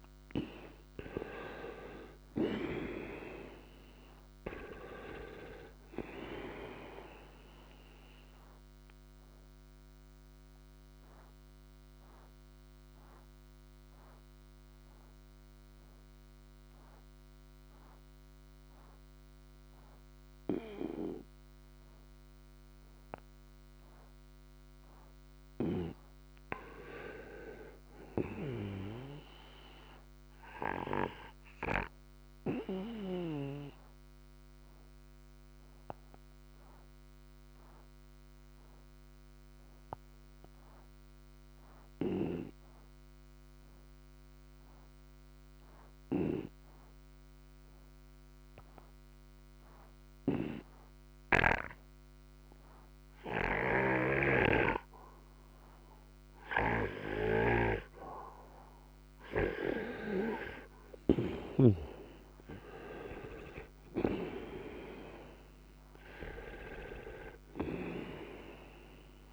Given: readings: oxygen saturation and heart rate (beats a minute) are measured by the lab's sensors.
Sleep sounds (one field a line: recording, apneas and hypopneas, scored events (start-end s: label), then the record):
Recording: breathing in sleep by a microphone on the trachea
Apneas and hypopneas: 2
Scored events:
0.00-2.50 s: arousal
0.00-30.00 s: oxygen desaturation (device-marked, oxygen 86% lowest, heart rate 59 extreme)
9.50-25.50 s: obstructive apnea (oxygen 97% before, 86% lowest, heart rate 67 before, 59 extreme, up 3 after)
27.00-30.50 s: arousal
34.00-59.00 s: obstructive apnea (oxygen 98% before, 87% lowest, heart rate 61 before, 59 extreme, up 7 after)
53.50-61.50 s: snoring (device-marked)
60.00-69.33 s: oxygen desaturation (device-marked, oxygen 96% before, 87% lowest, heart rate 60 before, 58 extreme)
60.50-64.00 s: arousal
From the record:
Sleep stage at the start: N2 (light sleep)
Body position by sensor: on the right side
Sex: male